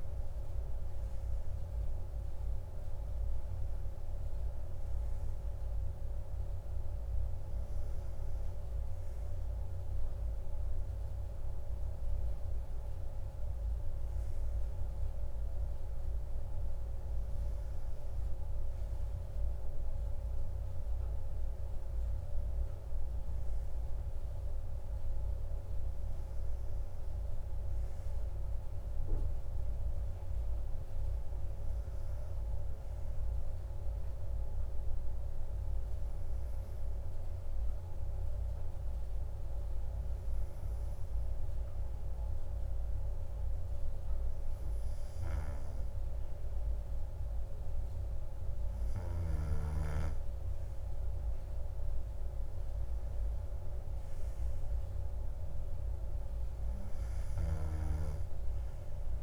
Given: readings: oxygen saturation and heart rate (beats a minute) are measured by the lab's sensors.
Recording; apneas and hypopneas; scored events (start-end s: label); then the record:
breathing in sleep, hard to hear, by a room microphone; none
none scored
From the record:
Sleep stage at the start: N2 (light sleep); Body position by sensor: on the right side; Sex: male